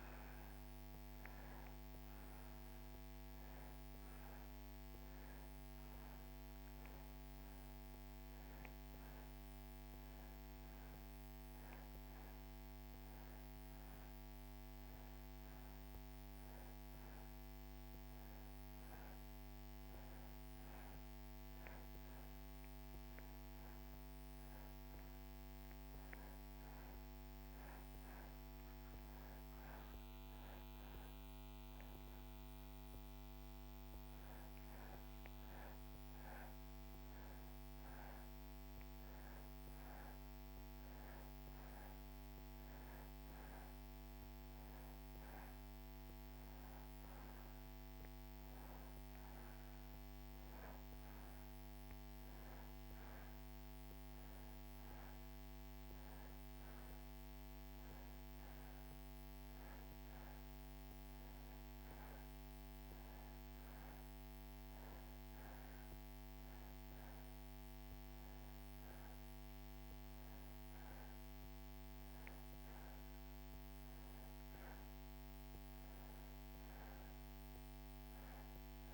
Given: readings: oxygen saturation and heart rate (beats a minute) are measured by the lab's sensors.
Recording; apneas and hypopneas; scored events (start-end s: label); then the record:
breathing in sleep, hard to hear, by a microphone on the trachea; none
none scored
From the record:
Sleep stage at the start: N2 (light sleep); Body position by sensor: on the back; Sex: male